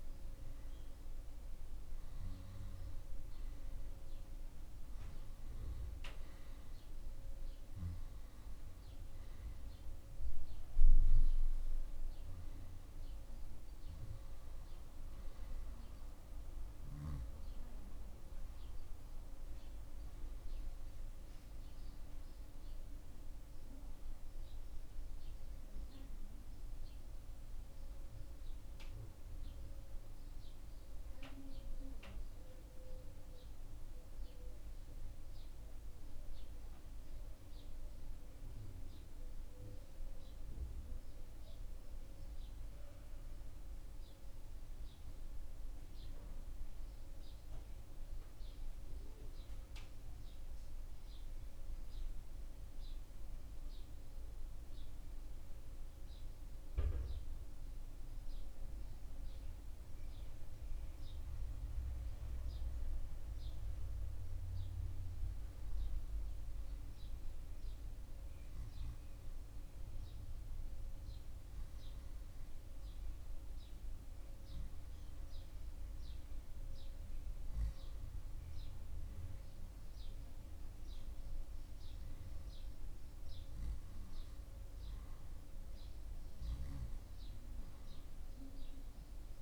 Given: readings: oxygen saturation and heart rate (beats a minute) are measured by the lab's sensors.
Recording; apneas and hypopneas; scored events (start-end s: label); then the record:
a person awake in a sleep study, hard to hear, by a room microphone; none
83.00-89.42 s: new sleep stage, N1 (lightest sleep)
From the record:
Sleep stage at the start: awake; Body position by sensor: on the back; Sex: male